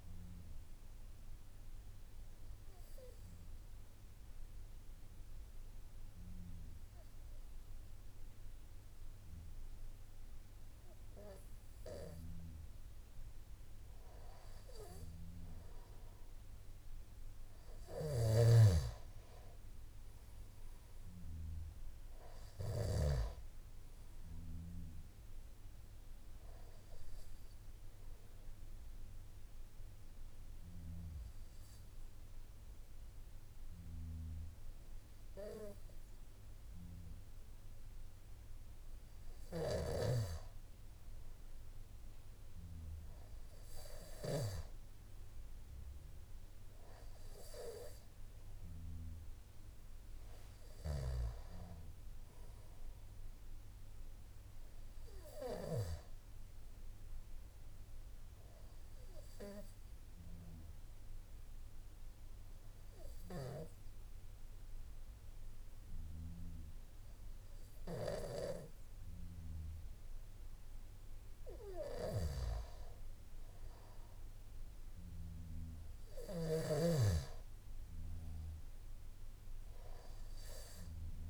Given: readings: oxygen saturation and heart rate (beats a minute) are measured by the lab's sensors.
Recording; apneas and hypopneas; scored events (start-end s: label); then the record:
breathing in sleep by a room microphone; 3
1.00-13.50 s: obstructive apnea (oxygen 97% before, 93% lowest, heart rate 54 before, 50 extreme, up 6 after)
18.00-23.00 s: snoring (device-marked)
27.50-39.50 s: obstructive apnea (oxygen 97% before, 93% lowest, heart rate 55 before, 50 extreme, up 5 after)
30.50-42.50 s: oxygen desaturation (device-marked, oxygen 97% before, 93% lowest, heart rate 55 before, 51 extreme)
59.00-71.50 s: obstructive apnea (oxygen 97% before, 94% lowest, heart rate 54 before, 51 extreme, up 6 after)
From the record:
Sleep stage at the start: N1 (lightest sleep); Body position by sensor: on the back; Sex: male